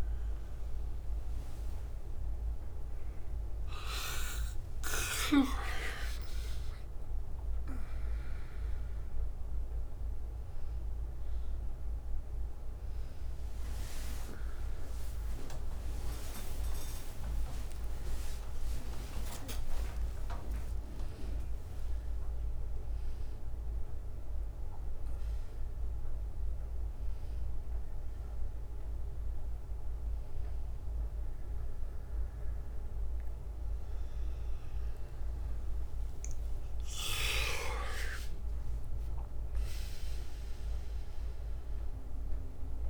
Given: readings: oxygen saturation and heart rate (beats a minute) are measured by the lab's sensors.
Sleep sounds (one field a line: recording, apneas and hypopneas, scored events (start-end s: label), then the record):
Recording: a person awake in a sleep study, by a room microphone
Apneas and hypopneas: none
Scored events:
6.00-23.00 s: oxygen desaturation (device-marked, oxygen 94% before, 91% lowest, heart rate 66 before, 55 extreme)
16.00-20.00 s: tachycardia (device-marked, heart rate 64 before, 109 extreme)
24.00-42.90 s: new sleep stage, N1 (lightest sleep)
From the record:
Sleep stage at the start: awake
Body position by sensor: on the back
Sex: male